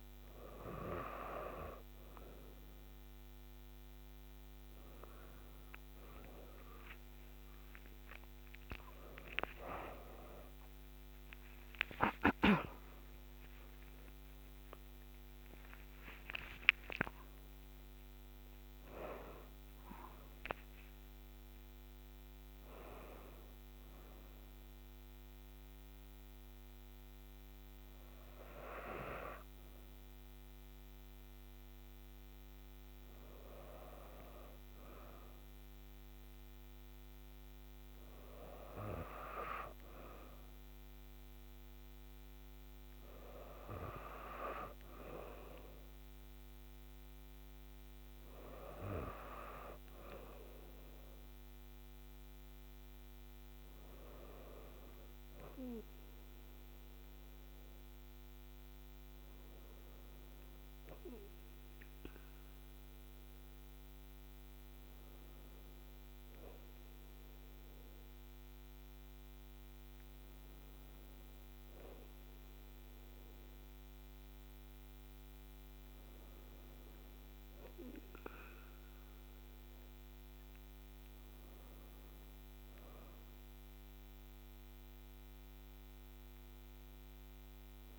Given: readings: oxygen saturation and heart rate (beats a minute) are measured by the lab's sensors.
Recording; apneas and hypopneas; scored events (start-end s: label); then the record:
breathing in sleep by a microphone on the trachea; none
12.00-16.50 s: arousal
From the record:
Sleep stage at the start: N2 (light sleep); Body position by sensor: on the right side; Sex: female